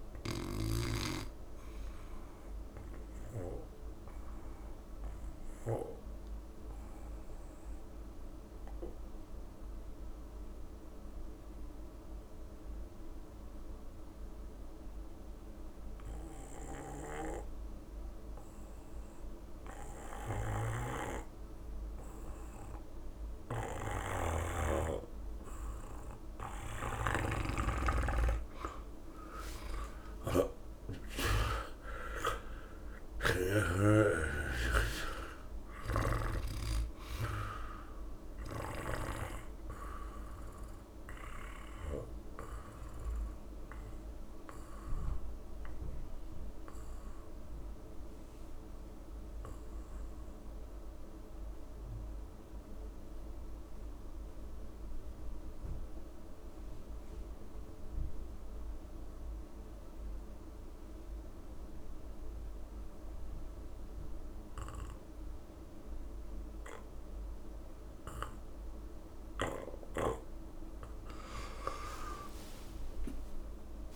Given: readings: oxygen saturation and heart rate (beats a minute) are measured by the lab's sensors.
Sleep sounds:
breathing in sleep by a room microphone; 2
0.00-1.00 s: snoring (device-marked)
0.00-14.00 s: oxygen desaturation (device-marked, oxygen 88% lowest, heart rate 67 extreme)
2.00-26.00 s: obstructive apnea (oxygen 98% before, 87% lowest, heart rate 80 before, 67 extreme, up 12 after)
16.00-27.00 s: snoring (device-marked)
25.00-54.00 s: oxygen desaturation (device-marked, oxygen 97% before, 87% lowest, heart rate 70 before, 67 extreme)
29.00-33.50 s: arousal
31.00-33.00 s: long interval between heartbeats (device-marked, heart rate 70 before, 80 extreme)
34.50-36.50 s: long interval between heartbeats (device-marked, heart rate 71 before, 90 extreme)
40.50-69.00 s: mixed apnea (oxygen 97% before, 87% lowest, heart rate 75 before, 64 extreme, up 38 after)
70.00-73.96 s: oxygen desaturation (device-marked, oxygen 98% before, 87% lowest, heart rate 70 before, 64 extreme)
72.00-73.96 s: arousal
From the record:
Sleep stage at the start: N2 (light sleep); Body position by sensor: on the back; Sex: male

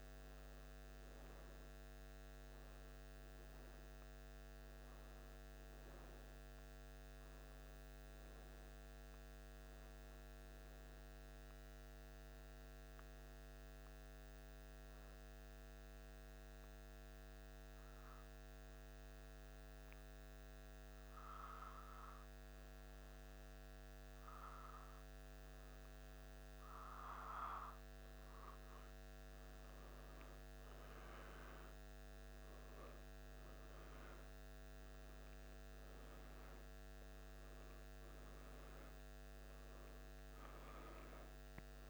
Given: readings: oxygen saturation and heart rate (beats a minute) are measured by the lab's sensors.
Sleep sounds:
breathing in sleep, hard to hear, by a microphone on the trachea; 1
15.00-25.50 s: obstructive apnea (oxygen 97% before, 95% lowest, heart rate 77 before, 75 extreme, up 3 after)
30.00-35.00 s: arousal
From the record:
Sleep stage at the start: N1 (lightest sleep); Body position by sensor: on the back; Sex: male

